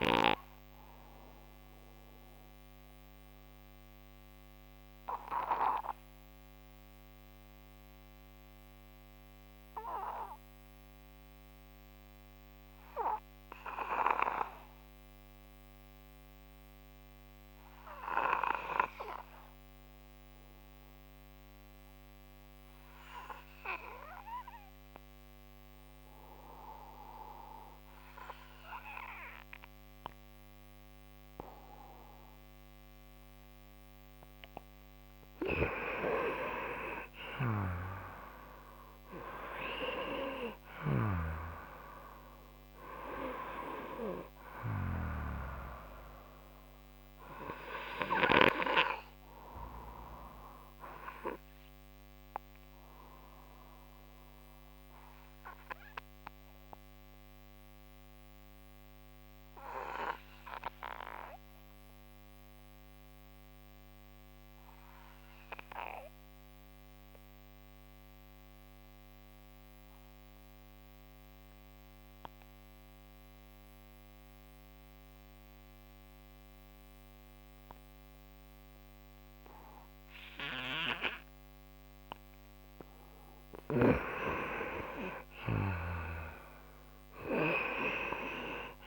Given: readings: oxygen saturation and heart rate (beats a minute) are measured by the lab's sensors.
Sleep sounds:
breathing in sleep by a microphone on the trachea; 2
0.00-8.00 s: oxygen desaturation (device-marked, oxygen 88% lowest)
0.50-34.00 s: obstructive apnea (oxygen 95% before, 89% lowest)
29.00-64.00 s: oxygen desaturation (device-marked, oxygen 97% before, 89% lowest)
34.50-38.50 s: arousal
50.00-83.00 s: obstructive apnea (oxygen 97% before, 89% lowest)
83.00-88.87 s: oxygen desaturation (device-marked, oxygen 97% before, 89% lowest)
83.50-88.87 s: snoring (device-marked)
84.00-88.00 s: arousal
From the record:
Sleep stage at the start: N2 (light sleep); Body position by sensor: on the right side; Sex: male

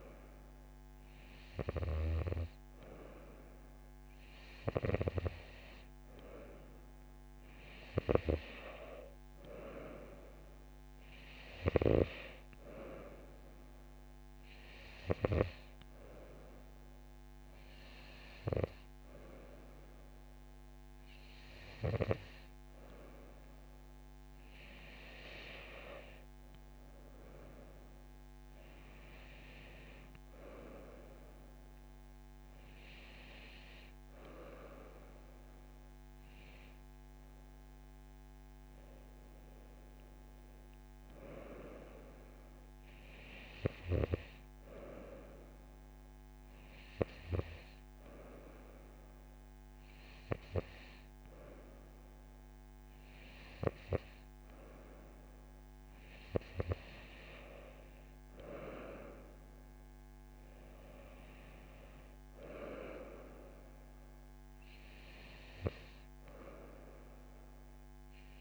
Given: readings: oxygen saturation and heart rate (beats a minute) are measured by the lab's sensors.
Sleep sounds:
breathing in sleep by a microphone on the trachea; none
none scored
From the record:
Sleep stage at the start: N2 (light sleep); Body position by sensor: on the right side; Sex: female

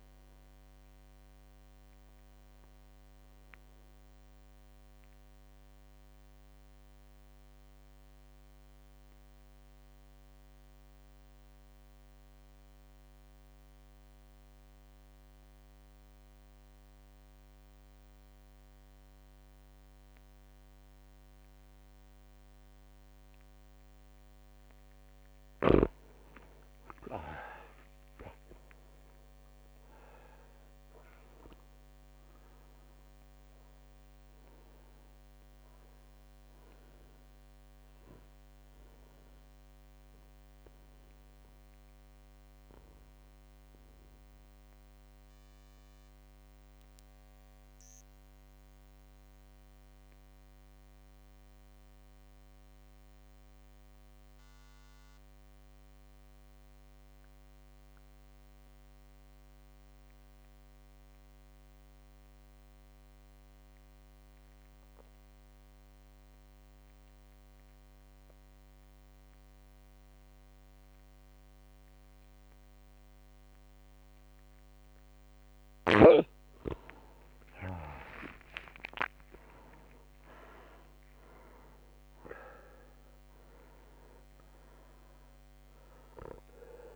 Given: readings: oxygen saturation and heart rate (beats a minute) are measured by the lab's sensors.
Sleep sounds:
breathing in sleep by a microphone on the trachea; 2
0.00-1.00 s: oxygen desaturation (device-marked, oxygen 89% lowest, heart rate 53 extreme)
0.00-8.00 s: drop in pulse transit time (device-marked, heart rate 55 extreme)
4.00-24.00 s: mixed apnea (oxygen 100% before, 91% lowest, heart rate 55 before, 53 extreme, up 4 after)
27.00-31.00 s: arousal
33.00-55.00 s: oxygen desaturation (device-marked, oxygen 99% before, 91% lowest, heart rate 56 before, 54 extreme)
38.00-76.50 s: mixed apnea (oxygen 99% before, 85% lowest, heart rate 57 before, 54 extreme, up 13 after)
75.00-86.96 s: oxygen desaturation (device-marked, oxygen 100% before, 85% lowest, heart rate 56 before, 54 extreme)
78.00-82.00 s: arousal
81.00-86.96 s: drop in pulse transit time (device-marked, heart rate 57 before, 55 extreme)
From the record:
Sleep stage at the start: N2 (light sleep); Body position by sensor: on the back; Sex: male

